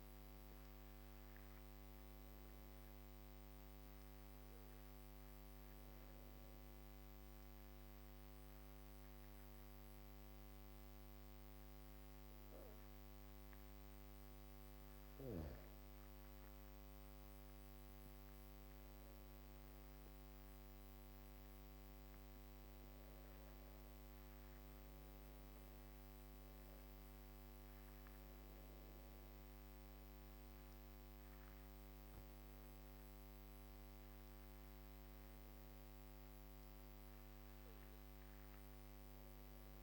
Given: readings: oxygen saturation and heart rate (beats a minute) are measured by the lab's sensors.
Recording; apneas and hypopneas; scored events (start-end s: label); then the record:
breathing in sleep, hard to hear, by a microphone on the trachea; 1
1.50-14.00 s: hypopnea (oxygen 98% before, 96% lowest, heart rate 55 before, 51 extreme, up 15 after)
15.00-20.00 s: arousal
From the record:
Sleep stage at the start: N2 (light sleep); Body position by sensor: on the back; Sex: female